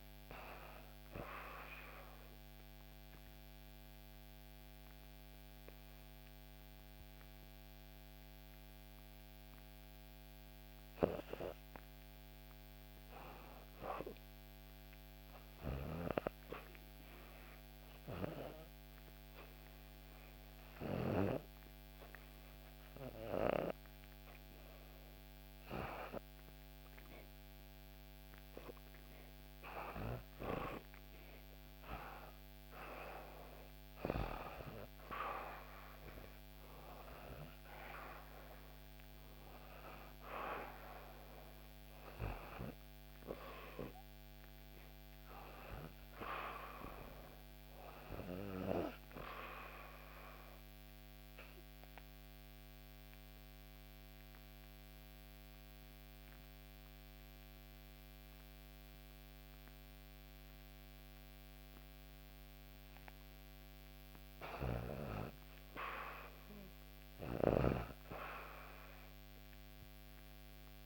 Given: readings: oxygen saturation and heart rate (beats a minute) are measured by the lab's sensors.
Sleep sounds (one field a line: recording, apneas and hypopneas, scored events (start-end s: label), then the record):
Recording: breathing in sleep by a microphone on the trachea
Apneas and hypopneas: 2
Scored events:
1.00-12.00 s: obstructive apnea (oxygen 94% before, 88% lowest, heart rate 68 before, 67 extreme, up 4 after)
15.00-19.50 s: arousal
23.00-30.00 s: oxygen desaturation (device-marked, oxygen 92% before, 88% lowest, heart rate 69 before, 70 extreme)
42.00-45.50 s: arousal
49.50-62.50 s: obstructive apnea (oxygen 93% before, 90% lowest, heart rate 71 before, 67 extreme, up 0 after)
63.00-67.00 s: arousal
From the record:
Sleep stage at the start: REM sleep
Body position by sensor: on the back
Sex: female